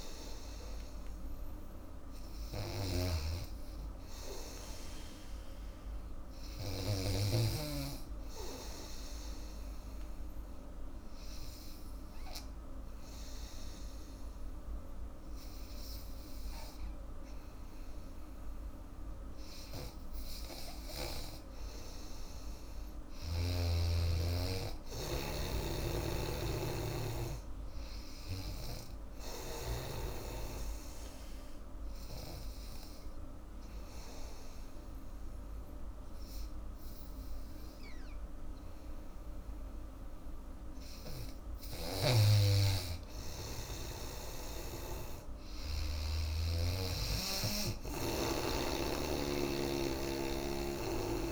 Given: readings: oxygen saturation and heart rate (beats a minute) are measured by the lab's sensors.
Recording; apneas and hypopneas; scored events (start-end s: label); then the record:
breathing in sleep by a room microphone; 2
0.00-4.50 s: oxygen desaturation (device-marked, oxygen 92% lowest, heart rate 80 extreme)
0.00-7.00 s: snoring (device-marked)
10.50-22.00 s: obstructive apnea (oxygen 98% before, 92% lowest, heart rate 84 before, 80 extreme, up 1 after)
22.50-51.32 s: new sleep stage, N2 (light sleep)
24.50-27.50 s: arousal
24.50-40.50 s: oxygen desaturation (device-marked, oxygen 97% before, 93% lowest, heart rate 84 before, 77 extreme)
30.00-41.00 s: obstructive apnea (oxygen 98% before, 92% lowest, heart rate 83 before, 77 extreme, up 4 after)
42.50-46.00 s: arousal
47.50-51.32 s: oxygen desaturation (device-marked, oxygen 98% before, 92% lowest, heart rate 84 before, 77 extreme)
From the record:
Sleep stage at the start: N3 (deep sleep); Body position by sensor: on the back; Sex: female